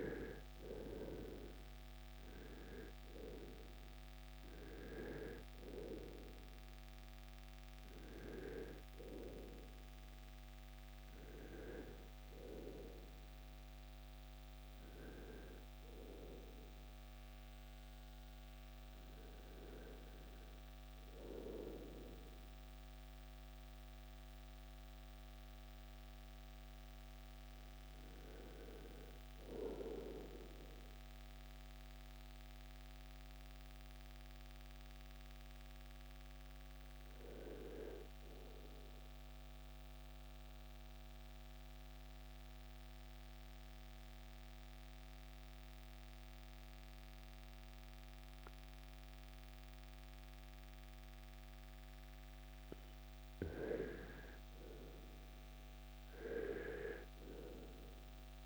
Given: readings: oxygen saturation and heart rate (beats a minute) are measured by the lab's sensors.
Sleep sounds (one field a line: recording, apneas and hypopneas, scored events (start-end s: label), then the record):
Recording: breathing in sleep by a microphone on the trachea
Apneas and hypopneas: 1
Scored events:
0.00-34.00 s: oxygen desaturation (device-marked, oxygen 83% lowest, heart rate 57 extreme)
32.50-36.50 s: arousal
39.00-54.00 s: mixed apnea (oxygen 98% before, 87% lowest, heart rate 77 before, 56 extreme)
56.50-58.46 s: arousal
From the record:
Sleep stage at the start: REM sleep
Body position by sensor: on the right side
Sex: male